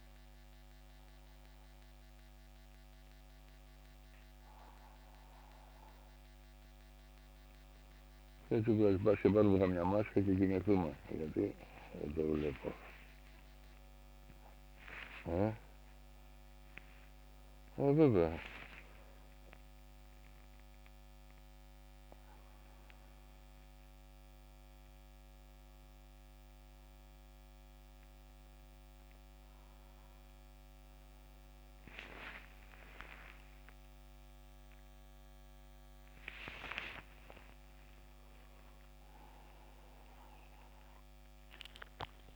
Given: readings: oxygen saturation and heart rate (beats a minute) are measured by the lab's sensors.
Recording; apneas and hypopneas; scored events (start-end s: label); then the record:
a person awake in a sleep study, by a microphone on the trachea; none
11.50-17.50 s: snoring (device-marked)
39.00-42.36 s: new sleep stage, N1 (lightest sleep)
From the record:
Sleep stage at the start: awake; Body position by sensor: on the back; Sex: male